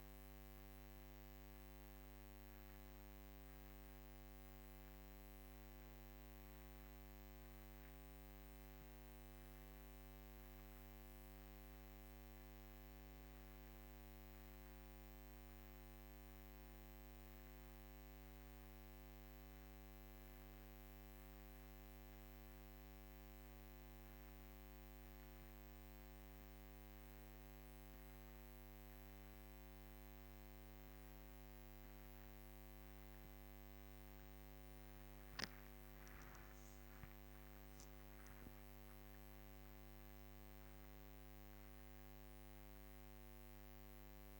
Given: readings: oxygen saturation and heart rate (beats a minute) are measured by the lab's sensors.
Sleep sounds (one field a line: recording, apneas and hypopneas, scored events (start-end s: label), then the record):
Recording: a person awake in a sleep study, hard to hear, by a microphone on the trachea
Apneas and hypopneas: none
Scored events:
none scored
From the record:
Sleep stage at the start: awake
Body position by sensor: on the back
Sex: female